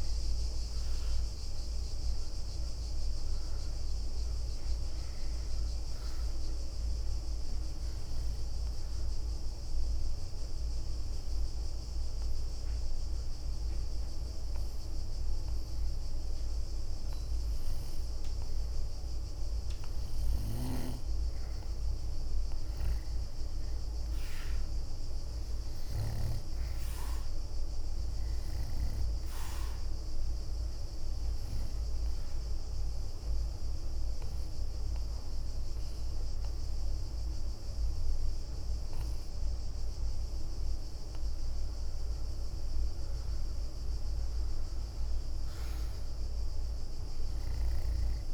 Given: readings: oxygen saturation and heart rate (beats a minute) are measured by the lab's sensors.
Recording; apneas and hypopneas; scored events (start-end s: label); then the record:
breathing in sleep, hard to hear, by a room microphone; 2
0.50-18.50 s: oxygen desaturation (device-marked, oxygen 96% before, 92% lowest, heart rate 67 before, 60 extreme)
8.00-18.50 s: obstructive apnea (oxygen 96% before, 92% lowest, heart rate 68 before, 61 extreme, up 10 after)
20.00-26.00 s: snoring (device-marked)
21.00-25.00 s: arousal
25.50-42.50 s: oxygen desaturation (device-marked, oxygen 96% before, 92% lowest, heart rate 65 before, 61 extreme)
33.50-43.50 s: obstructive apnea (oxygen 96% before, 92% lowest, heart rate 67 before, 61 extreme, up 8 after)
44.50-48.00 s: arousal
From the record:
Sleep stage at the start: N2 (light sleep); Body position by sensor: on the back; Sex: female